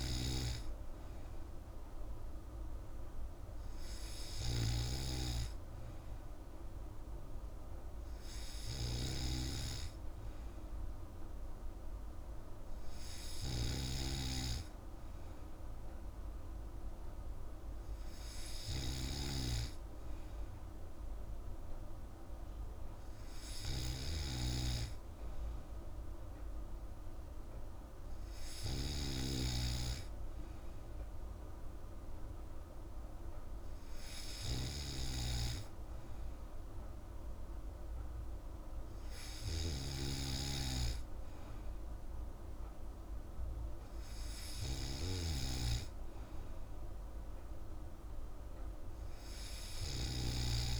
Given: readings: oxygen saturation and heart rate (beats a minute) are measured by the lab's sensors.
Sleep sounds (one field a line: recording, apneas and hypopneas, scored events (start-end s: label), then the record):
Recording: breathing in sleep by a room microphone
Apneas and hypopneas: none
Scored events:
none scored
From the record:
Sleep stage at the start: N3 (deep sleep)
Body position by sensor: on the back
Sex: female